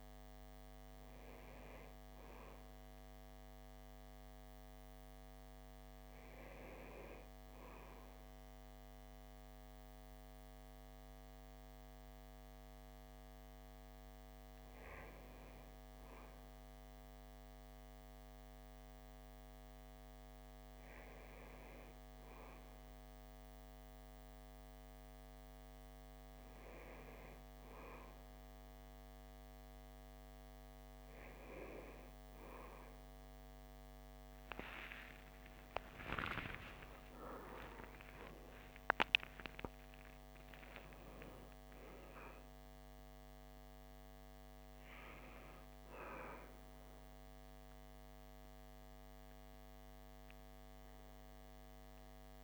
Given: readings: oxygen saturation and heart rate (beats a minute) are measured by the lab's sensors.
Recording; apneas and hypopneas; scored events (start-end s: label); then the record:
breathing in sleep by a microphone on the trachea; none
34.50-39.00 s: arousal
From the record:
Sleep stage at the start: REM sleep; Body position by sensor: on the back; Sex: male